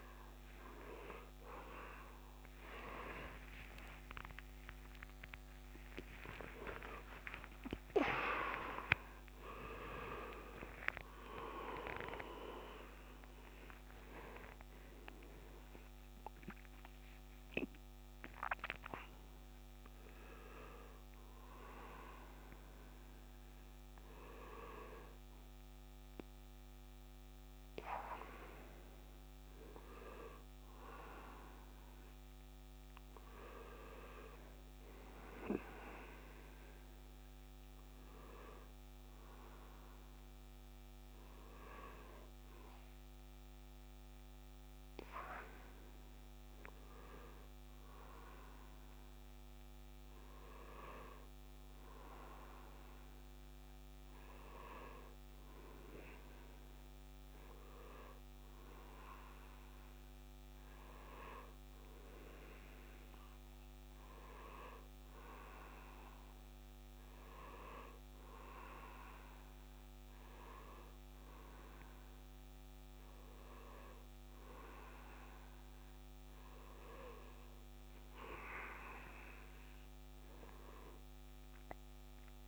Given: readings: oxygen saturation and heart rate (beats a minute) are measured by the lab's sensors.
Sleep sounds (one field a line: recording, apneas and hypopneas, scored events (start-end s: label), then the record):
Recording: a person partly awake in a sleep study, by a microphone on the trachea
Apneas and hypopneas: none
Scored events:
30.00-82.47 s: new sleep stage, N1 (lightest sleep)
From the record:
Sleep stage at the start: awake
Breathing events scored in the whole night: 417 in 5.0 hours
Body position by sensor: on the right side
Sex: male